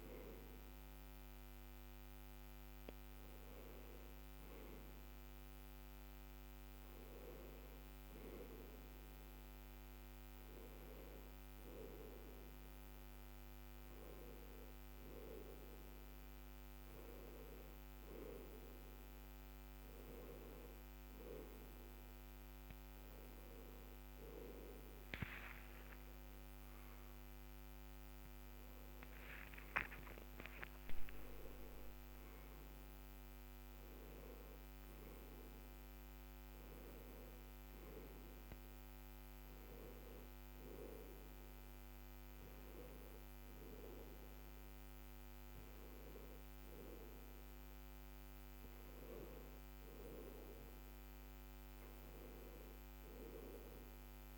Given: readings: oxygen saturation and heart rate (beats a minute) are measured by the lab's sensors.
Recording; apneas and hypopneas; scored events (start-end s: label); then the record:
breathing in sleep by a microphone on the trachea; none
25.00-30.00 s: arousal
From the record:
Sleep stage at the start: N1 (lightest sleep); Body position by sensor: on the left side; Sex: male